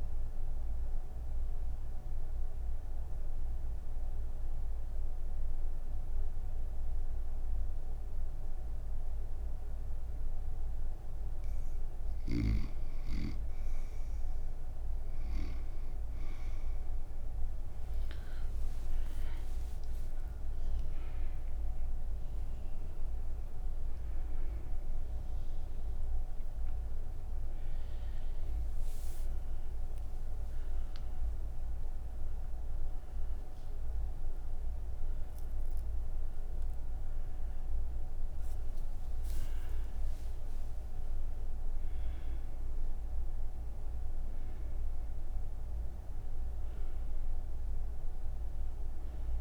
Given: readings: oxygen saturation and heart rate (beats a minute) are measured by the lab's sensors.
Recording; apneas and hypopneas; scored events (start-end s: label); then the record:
breathing in sleep, hard to hear, by a room microphone; none
14.00-34.00 s: oxygen desaturation (device-marked, oxygen 99% before, 93% lowest)
From the record:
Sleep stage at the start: N1 (lightest sleep); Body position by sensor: on the right side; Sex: female